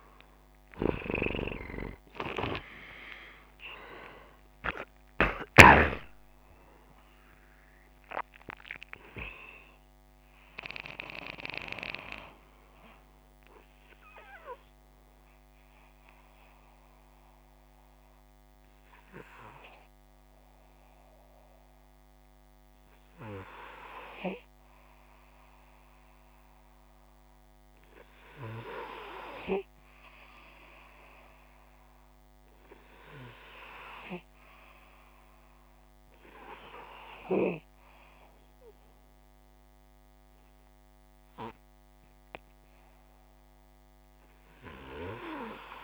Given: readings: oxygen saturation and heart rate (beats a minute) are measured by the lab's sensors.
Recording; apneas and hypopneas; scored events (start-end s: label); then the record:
breathing in sleep by a microphone on the trachea; none
0.00-2.50 s: arousal
31.00-45.84 s: oxygen desaturation (device-marked, oxygen 97% before, 89% lowest, heart rate 94 before, 151 extreme)
From the record:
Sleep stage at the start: REM sleep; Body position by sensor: upright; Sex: male